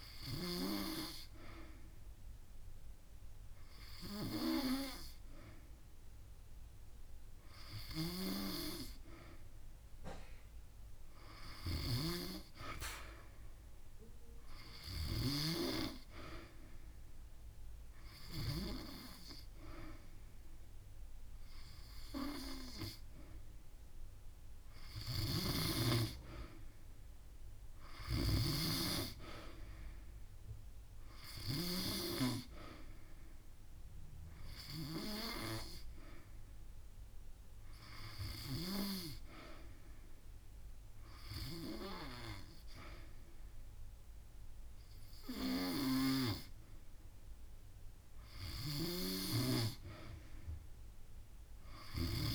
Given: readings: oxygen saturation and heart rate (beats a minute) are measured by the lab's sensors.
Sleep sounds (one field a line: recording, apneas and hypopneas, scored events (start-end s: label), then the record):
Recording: breathing in sleep by a room microphone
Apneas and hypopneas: none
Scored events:
45.50-47.50 s: long interval between heartbeats (device-marked)
From the record:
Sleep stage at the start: N3 (deep sleep)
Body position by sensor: on the back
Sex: female